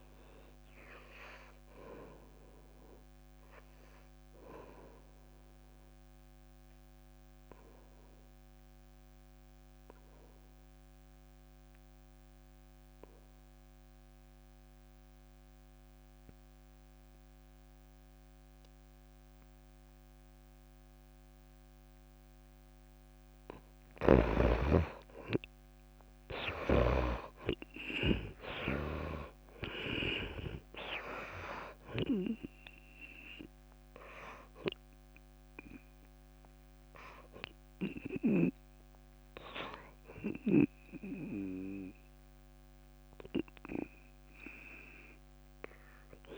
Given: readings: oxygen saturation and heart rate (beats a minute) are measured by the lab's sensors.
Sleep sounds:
breathing in sleep by a microphone on the trachea; 1
0.00-17.50 s: oxygen desaturation (device-marked, oxygen 87% lowest)
4.50-24.00 s: obstructive apnea (oxygen 98% before, 81% lowest)
25.50-29.50 s: arousal
35.50-44.50 s: oxygen desaturation (device-marked, oxygen 96% before, 86% lowest)
From the record:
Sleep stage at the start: N2 (light sleep); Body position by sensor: on the back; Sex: female

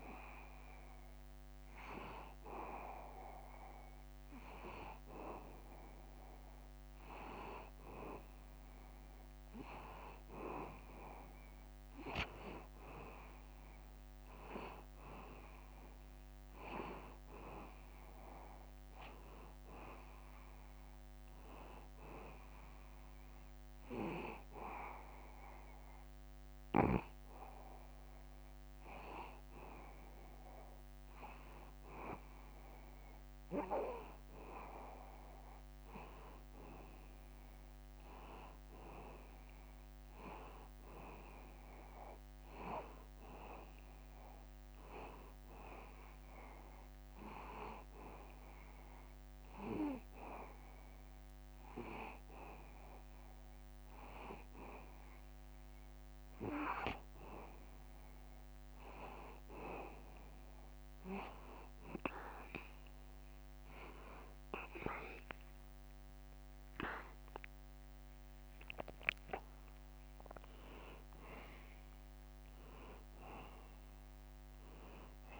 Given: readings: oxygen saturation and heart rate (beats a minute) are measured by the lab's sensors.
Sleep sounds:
breathing in sleep by a microphone on the trachea; 2
21.50-31.50 s: hypopnea (oxygen 93% before, 91% lowest, heart rate 82 before, 83 extreme, up 1 after)
35.50-39.50 s: arousal
47.50-57.50 s: hypopnea (oxygen 93% before, 91% lowest, heart rate 83 before, 82 extreme, up 1 after)
66.00-70.50 s: arousal
From the record:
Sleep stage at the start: N2 (light sleep); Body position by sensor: on the back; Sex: male

